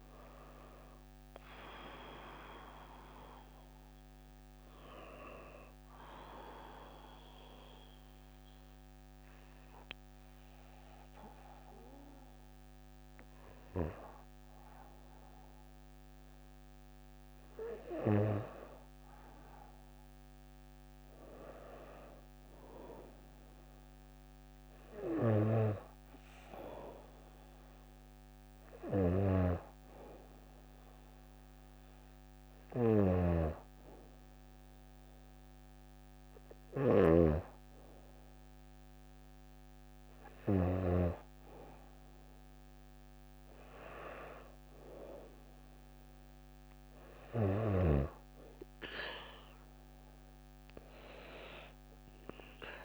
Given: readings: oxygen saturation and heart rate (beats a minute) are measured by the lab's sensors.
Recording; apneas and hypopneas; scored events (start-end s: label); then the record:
breathing in sleep by a microphone on the trachea; 1
5.00-15.00 s: hypopnea (oxygen 97% before, 94% lowest, heart rate 61 before, 55 extreme, up 4 after)
18.00-21.50 s: arousal
26.50-52.85 s: new sleep stage, N2 (light sleep)
28.00-36.50 s: snoring (device-marked)
51.50-52.85 s: arousal
From the record:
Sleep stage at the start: N1 (lightest sleep); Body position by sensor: on the back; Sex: female